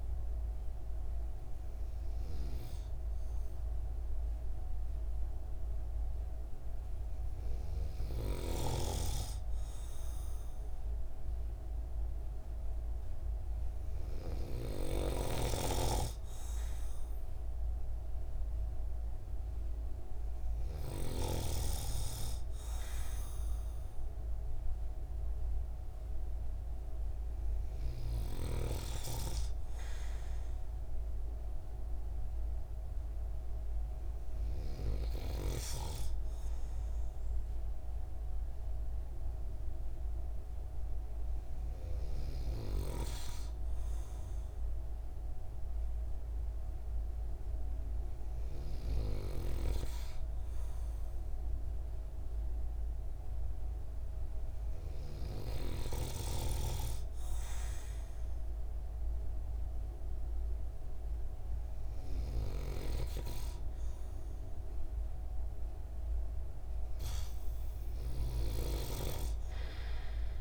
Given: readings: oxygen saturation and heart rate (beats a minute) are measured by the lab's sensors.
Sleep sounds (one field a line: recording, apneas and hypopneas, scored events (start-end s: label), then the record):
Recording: breathing in sleep by a room microphone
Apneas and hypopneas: none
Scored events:
15.00-21.00 s: snoring (device-marked)
From the record:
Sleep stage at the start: N2 (light sleep)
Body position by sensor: on the right side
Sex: male